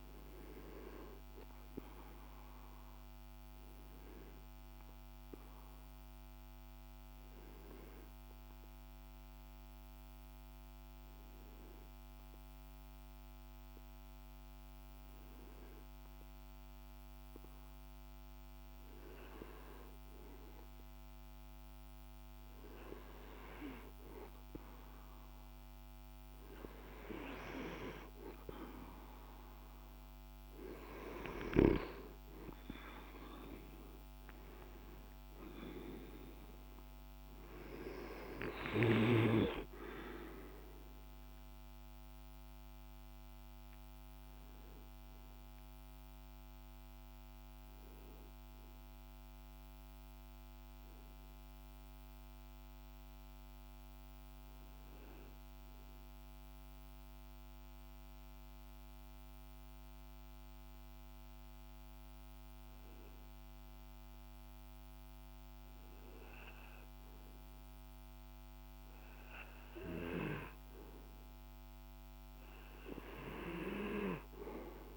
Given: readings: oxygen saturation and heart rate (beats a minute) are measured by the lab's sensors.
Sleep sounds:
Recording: breathing in sleep by a microphone on the trachea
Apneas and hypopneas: 2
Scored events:
5.00-21.50 s: hypopnea (oxygen 97% before, 93% lowest, heart rate 52 before, 49 extreme, up 1 after)
23.00-27.50 s: arousal
25.00-44.00 s: oxygen desaturation (device-marked, oxygen 97% before, 94% lowest, heart rate 49 before, 49 extreme)
48.50-68.00 s: hypopnea (oxygen 97% before, 93% lowest, heart rate 53 before, 49 extreme, up 0 after)
69.00-73.00 s: arousal
72.00-74.97 s: oxygen desaturation (device-marked, oxygen 99% before, 93% lowest, heart rate 50 before, 50 extreme)
From the record:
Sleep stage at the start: N2 (light sleep)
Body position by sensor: on the right side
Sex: male

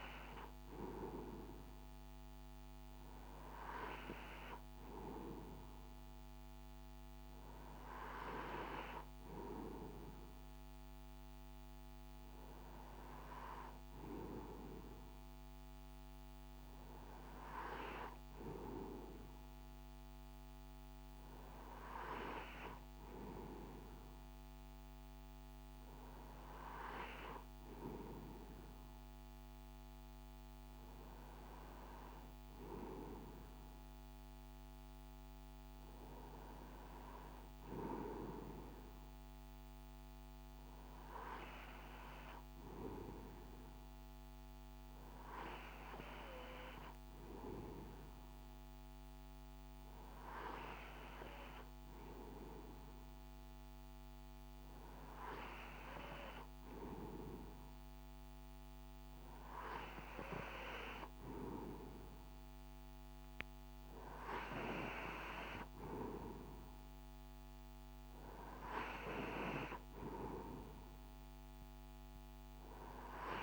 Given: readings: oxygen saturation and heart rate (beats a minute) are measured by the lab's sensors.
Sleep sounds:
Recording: breathing in sleep by a microphone on the trachea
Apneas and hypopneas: none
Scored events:
none scored
From the record:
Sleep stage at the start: N2 (light sleep)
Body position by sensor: on the right side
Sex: male

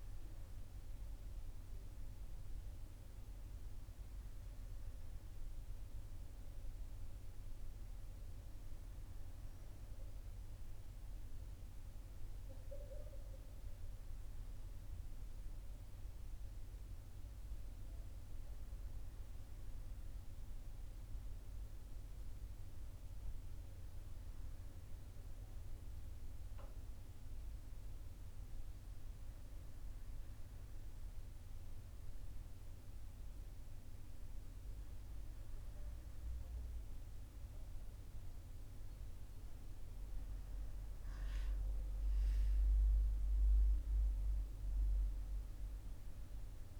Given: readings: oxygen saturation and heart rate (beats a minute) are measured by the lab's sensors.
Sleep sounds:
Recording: breathing in sleep, hard to hear, by a room microphone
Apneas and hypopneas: none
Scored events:
none scored
From the record:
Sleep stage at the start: N1 (lightest sleep)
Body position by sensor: on the right side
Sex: male

